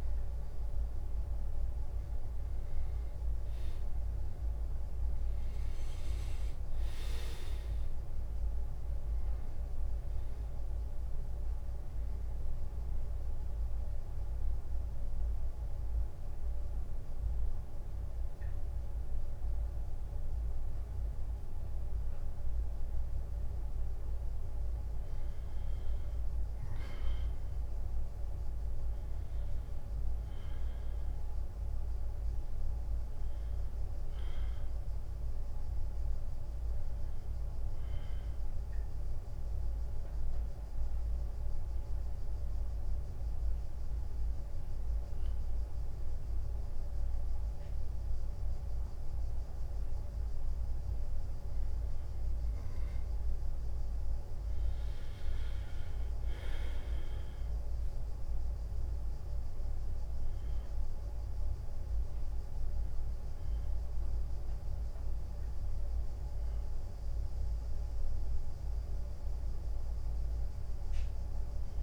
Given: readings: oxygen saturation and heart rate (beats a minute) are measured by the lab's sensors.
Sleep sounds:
breathing in sleep, hard to hear, by a room microphone; 2
7.00-10.00 s: arousal
8.50-28.50 s: oxygen desaturation (device-marked, oxygen 94% before, 89% lowest, heart rate 95 before, 87 extreme)
14.00-25.50 s: central apnea (oxygen 95% before, 89% lowest, heart rate 94 before, 87 extreme, up 1 after)
29.00-32.50 s: arousal
33.50-71.83 s: new sleep stage, N2 (light sleep)
40.00-52.50 s: mixed apnea (oxygen 97% before, 90% lowest, heart rate 91 before, 87 extreme, up 0 after)
56.50-61.00 s: arousal
56.50-68.50 s: drop in pulse transit time (device-marked, heart rate 89 before, 87 extreme)
From the record:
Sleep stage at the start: N1 (lightest sleep); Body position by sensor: on the back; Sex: male

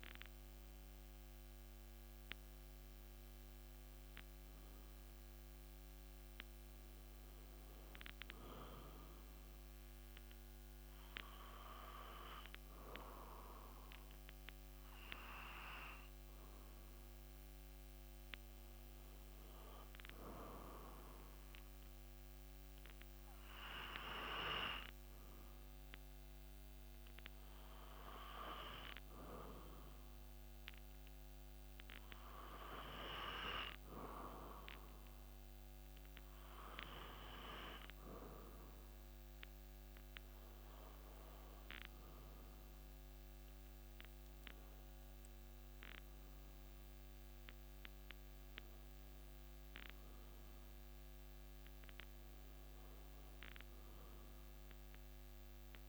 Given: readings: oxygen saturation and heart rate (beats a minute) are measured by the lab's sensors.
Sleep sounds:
breathing in sleep by a microphone on the trachea; none
none scored
From the record:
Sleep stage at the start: N2 (light sleep); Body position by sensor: on the back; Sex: male

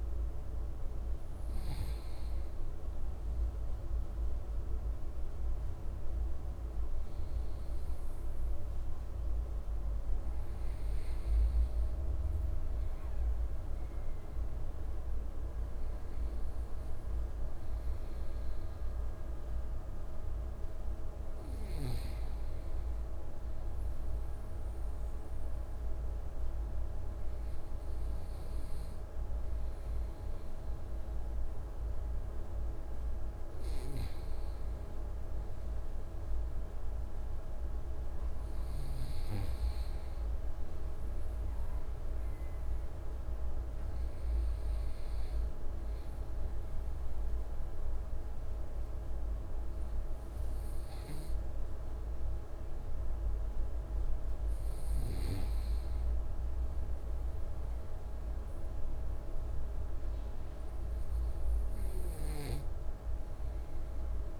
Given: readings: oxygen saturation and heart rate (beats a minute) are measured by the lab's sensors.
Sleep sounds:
breathing in sleep, hard to hear, by a room microphone; none
none scored
From the record:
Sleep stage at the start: N2 (light sleep); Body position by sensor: on the right side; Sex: male

